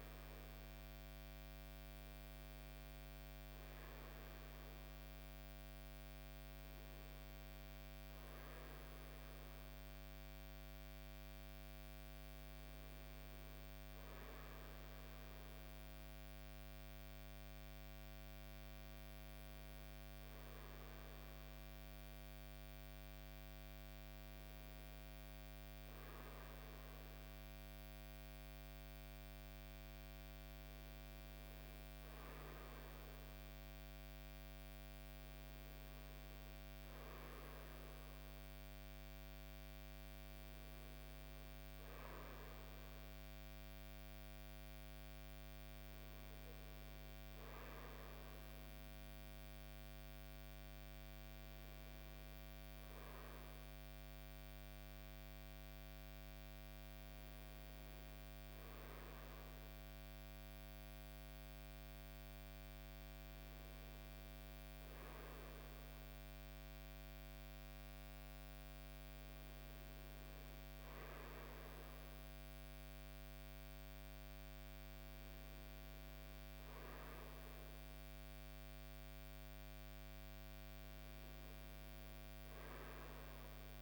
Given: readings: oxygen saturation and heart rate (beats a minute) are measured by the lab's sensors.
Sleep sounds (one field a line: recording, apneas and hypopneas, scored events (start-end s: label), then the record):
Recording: breathing in sleep, hard to hear, by a microphone on the trachea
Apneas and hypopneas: none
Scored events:
none scored
From the record:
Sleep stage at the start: REM sleep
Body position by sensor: on the front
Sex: male